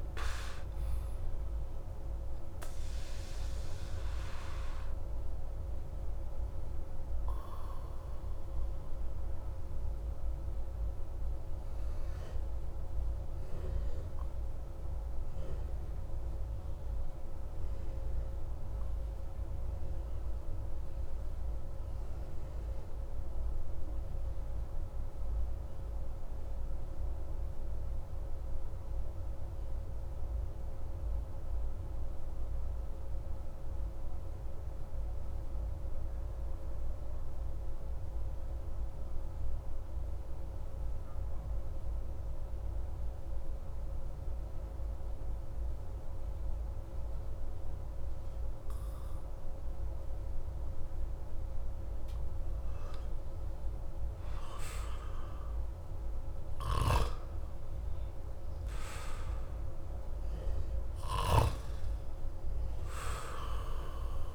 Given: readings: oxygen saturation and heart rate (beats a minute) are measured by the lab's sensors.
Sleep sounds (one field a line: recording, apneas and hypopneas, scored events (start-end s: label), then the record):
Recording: breathing in sleep, hard to hear, by a room microphone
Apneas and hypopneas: 1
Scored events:
0.00-1.00 s: arousal
0.00-15.00 s: oxygen desaturation (device-marked, oxygen 89% lowest)
4.50-51.50 s: obstructive apnea (oxygen 95% before, 87% lowest)
52.00-64.35 s: oxygen desaturation (device-marked, oxygen 94% before, 87% lowest)
54.00-58.00 s: arousal
56.50-61.50 s: snoring (device-marked)
From the record:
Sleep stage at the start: N2 (light sleep)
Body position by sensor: on the back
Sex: male